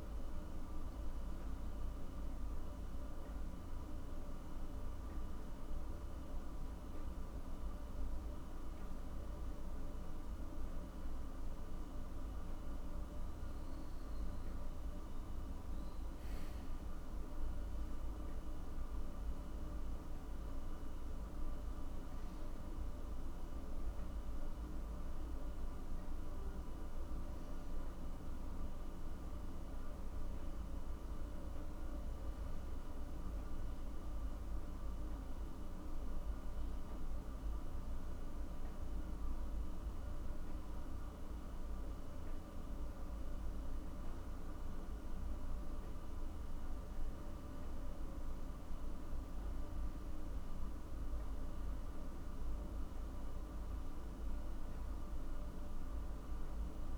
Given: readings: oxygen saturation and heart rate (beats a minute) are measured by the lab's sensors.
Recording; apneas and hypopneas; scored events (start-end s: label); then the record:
breathing in sleep, hard to hear, by a room microphone; 1
23.00-27.50 s: arousal
32.50-45.00 s: obstructive apnea (oxygen 99% before, 95% lowest, heart rate 58 before, 56 extreme, up 6 after)
48.50-53.00 s: arousal
50.00-56.98 s: oxygen desaturation (device-marked, oxygen 98% before, 95% lowest, heart rate 58 before, 58 extreme)
From the record:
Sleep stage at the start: N1 (lightest sleep); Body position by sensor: on the back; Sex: male